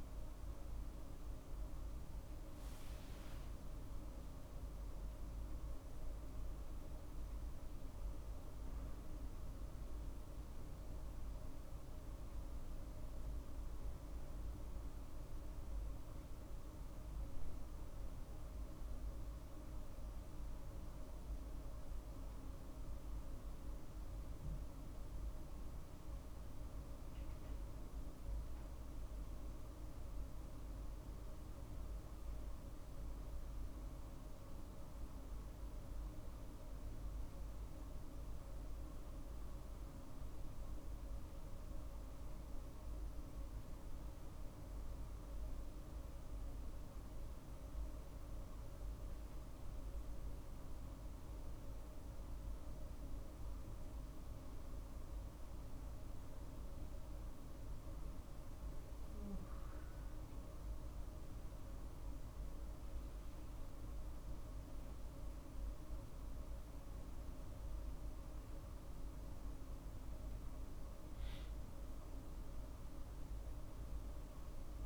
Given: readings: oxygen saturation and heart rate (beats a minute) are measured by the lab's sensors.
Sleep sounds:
a person awake in a sleep study, hard to hear, by a room microphone; none
none scored
From the record:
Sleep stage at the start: awake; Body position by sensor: on the right side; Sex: male

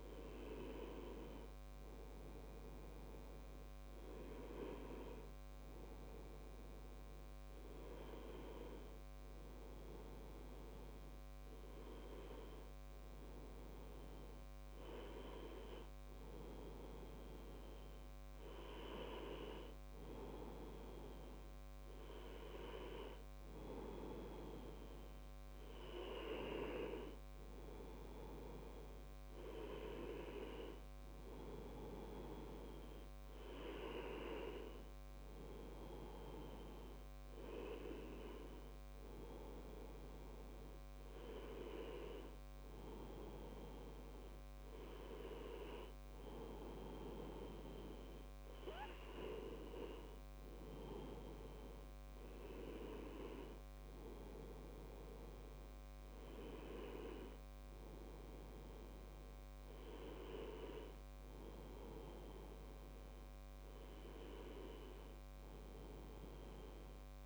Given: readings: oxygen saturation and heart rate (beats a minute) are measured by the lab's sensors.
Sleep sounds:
breathing in sleep by a microphone on the trachea; none
none scored
From the record:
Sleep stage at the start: N1 (lightest sleep); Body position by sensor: on the back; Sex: male

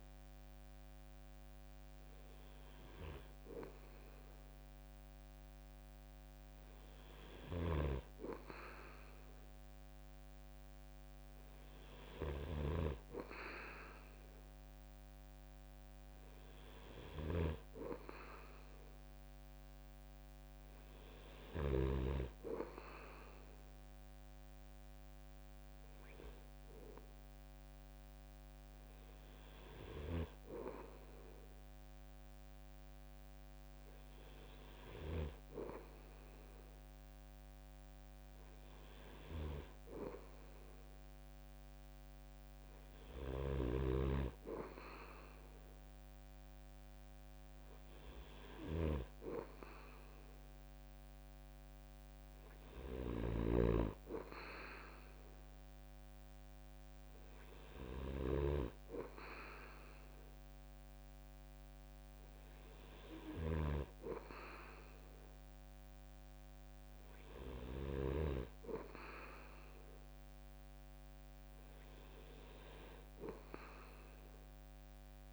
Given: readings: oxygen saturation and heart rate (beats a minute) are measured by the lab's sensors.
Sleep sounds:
breathing in sleep by a microphone on the trachea; none
7.00-12.50 s: snoring (device-marked)
43.00-68.00 s: snoring (device-marked)
From the record:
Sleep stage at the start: N2 (light sleep); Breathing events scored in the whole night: 77 in 4.9 hours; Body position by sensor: on the right side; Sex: male

